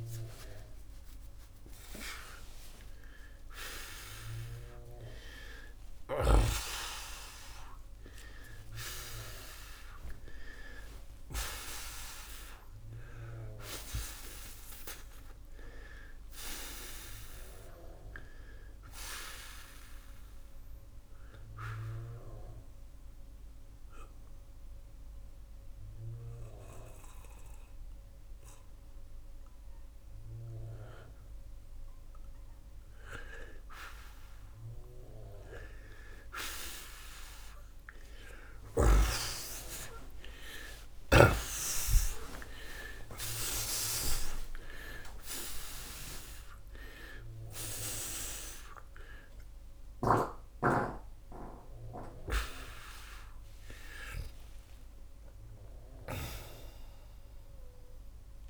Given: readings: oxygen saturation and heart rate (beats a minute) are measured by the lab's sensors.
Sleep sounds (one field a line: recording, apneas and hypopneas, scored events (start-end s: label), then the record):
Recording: a person partly awake in a sleep study, by a room microphone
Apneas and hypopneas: 1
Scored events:
7.50-58.50 s: new sleep stage, N1 (lightest sleep)
8.50-41.50 s: oxygen desaturation (device-marked, oxygen 90% before, 84% lowest, heart rate 119 before, 79 extreme)
20.50-32.50 s: obstructive apnea (oxygen 90% before, 79% lowest, heart rate 141 before, 82 extreme, up 23 after)
41.00-45.00 s: arousal
49.50-58.50 s: oxygen desaturation (device-marked, oxygen 89% before, 79% lowest, heart rate 123 before, 75 extreme)
From the record:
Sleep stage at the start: awake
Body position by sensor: on the back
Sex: male